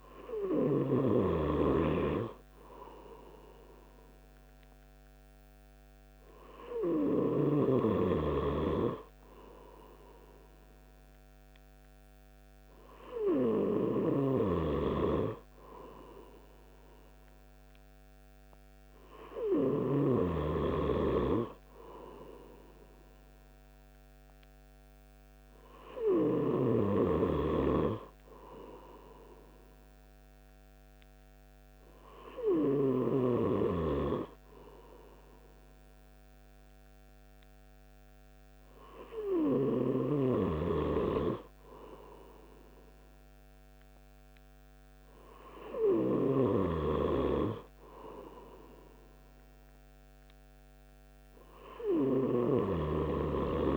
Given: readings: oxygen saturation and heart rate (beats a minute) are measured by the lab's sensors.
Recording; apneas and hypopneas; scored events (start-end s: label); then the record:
breathing in sleep by a microphone on the trachea; none
0.00-1.50 s: snoring (device-marked)
From the record:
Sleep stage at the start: N3 (deep sleep); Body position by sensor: on the right side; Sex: male